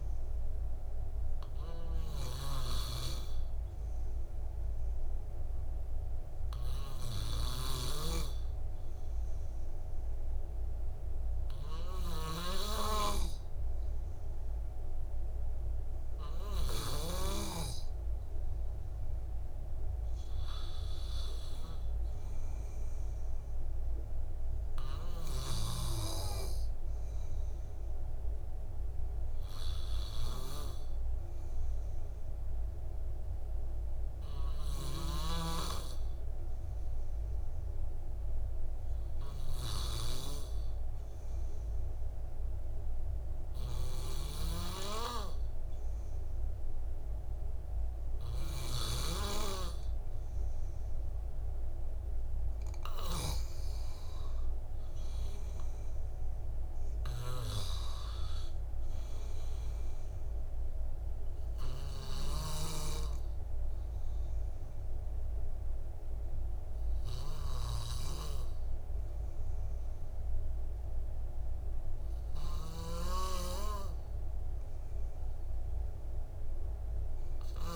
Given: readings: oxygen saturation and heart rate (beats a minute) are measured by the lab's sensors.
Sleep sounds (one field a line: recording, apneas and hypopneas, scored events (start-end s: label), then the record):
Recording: breathing in sleep by a room microphone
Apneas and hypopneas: none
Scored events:
0.00-8.50 s: oxygen desaturation (device-marked, oxygen 93% lowest, heart rate 55 extreme)
55.50-68.50 s: oxygen desaturation (device-marked, oxygen 96% before, 92% lowest, heart rate 61 before, 54 extreme)
From the record:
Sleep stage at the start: N2 (light sleep)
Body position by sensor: on the back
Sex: male